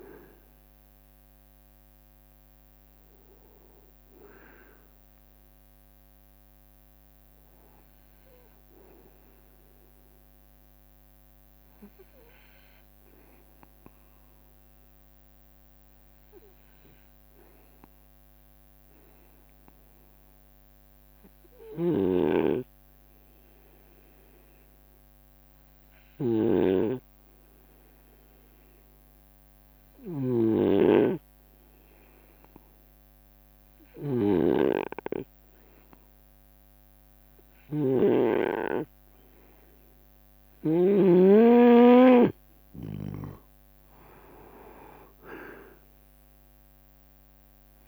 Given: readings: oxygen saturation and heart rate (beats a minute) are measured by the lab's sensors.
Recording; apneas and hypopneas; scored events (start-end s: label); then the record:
breathing in sleep by a microphone on the trachea; 1
0.00-1.50 s: drop in pulse transit time (device-marked, heart rate 71 extreme)
0.00-12.50 s: oxygen desaturation (device-marked, oxygen 91% lowest, heart rate 69 extreme)
14.00-40.50 s: obstructive apnea (oxygen 96% before, 89% lowest, heart rate 72 before, 69 extreme, up 2 after)
22.00-41.50 s: snoring (device-marked)
37.50-47.88 s: oxygen desaturation (device-marked, oxygen 98% before, 92% lowest, heart rate 71 before, 69 extreme)
40.50-43.00 s: leg movement (device-marked)
43.50-46.00 s: arousal
From the record:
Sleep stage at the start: N2 (light sleep); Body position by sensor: on the right side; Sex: male